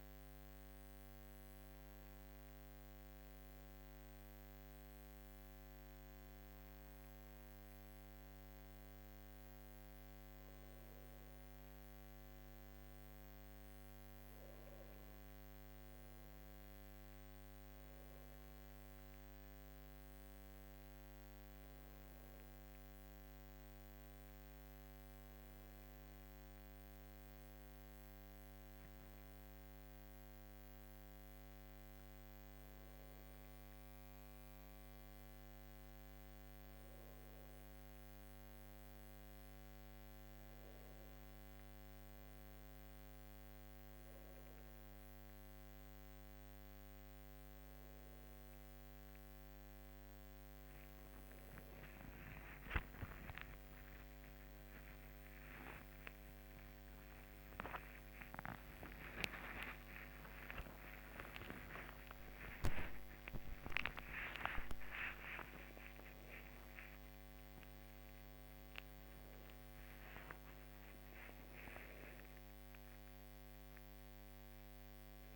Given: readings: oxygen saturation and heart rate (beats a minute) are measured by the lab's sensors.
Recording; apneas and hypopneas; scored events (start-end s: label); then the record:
a person partly awake in a sleep study, by a microphone on the trachea; none
42.50-72.50 s: new sleep stage, awake
72.50-75.36 s: new sleep stage, N1 (lightest sleep)
From the record:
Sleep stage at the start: N2 (light sleep); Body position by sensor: on the left side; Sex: female